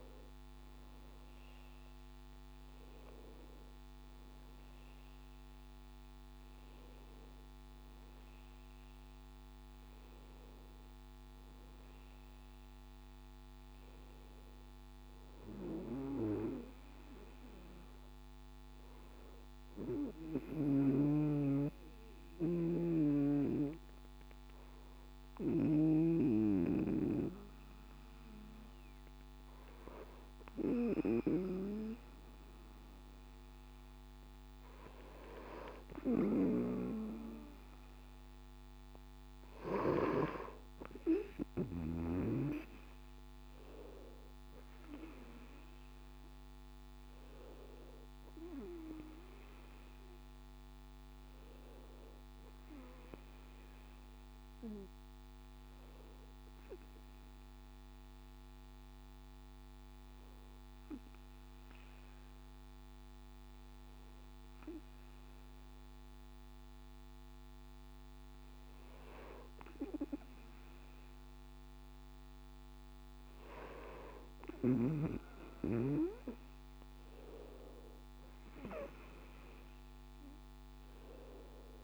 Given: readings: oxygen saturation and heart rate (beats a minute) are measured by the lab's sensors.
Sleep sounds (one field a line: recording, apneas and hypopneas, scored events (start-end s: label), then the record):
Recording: breathing in sleep by a microphone on the trachea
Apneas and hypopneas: 2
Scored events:
20.00-31.50 s: hypopnea (oxygen 96% before, 95% lowest, heart rate 73 before, 64 extreme, up 4 after)
39.50-43.50 s: arousal
56.00-69.00 s: hypopnea (oxygen 97% before, 95% lowest, heart rate 70 before, 66 extreme, up 4 after)
74.50-78.50 s: arousal
From the record:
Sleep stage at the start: N2 (light sleep)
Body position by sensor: on the back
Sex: male